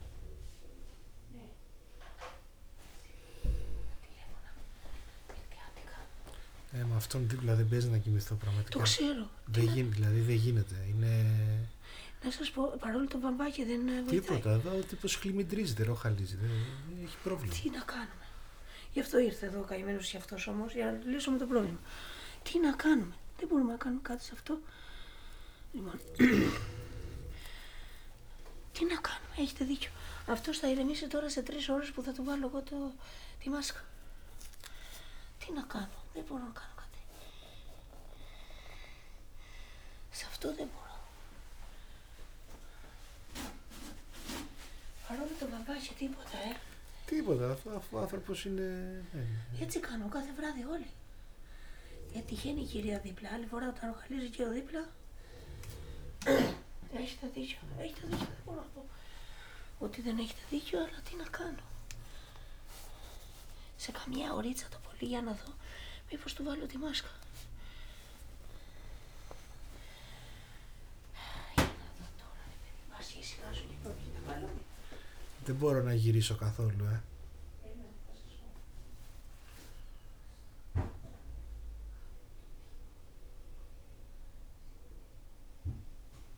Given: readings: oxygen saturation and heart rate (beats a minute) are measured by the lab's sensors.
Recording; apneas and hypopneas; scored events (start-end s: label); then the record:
a person awake in a sleep study, by a room microphone; none
9.00-14.00 s: snoring (device-marked)
From the record:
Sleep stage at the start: awake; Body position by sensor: on the back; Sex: male